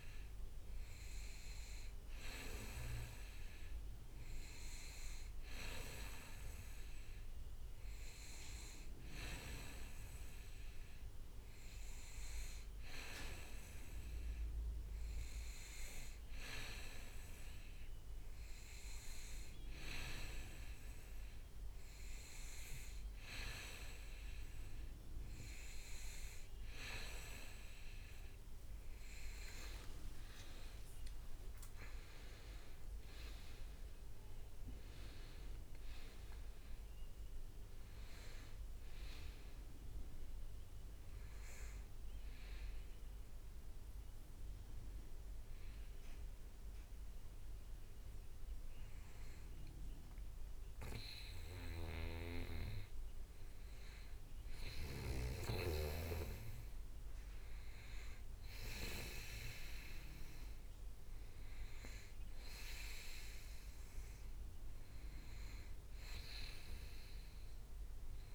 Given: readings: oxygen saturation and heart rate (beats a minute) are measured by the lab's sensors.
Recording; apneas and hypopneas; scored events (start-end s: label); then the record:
breathing in sleep by a room microphone; none
32.00-35.50 s: arousal
54.50-57.50 s: leg movement (device-marked)
From the record:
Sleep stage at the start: N2 (light sleep); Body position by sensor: on the back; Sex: male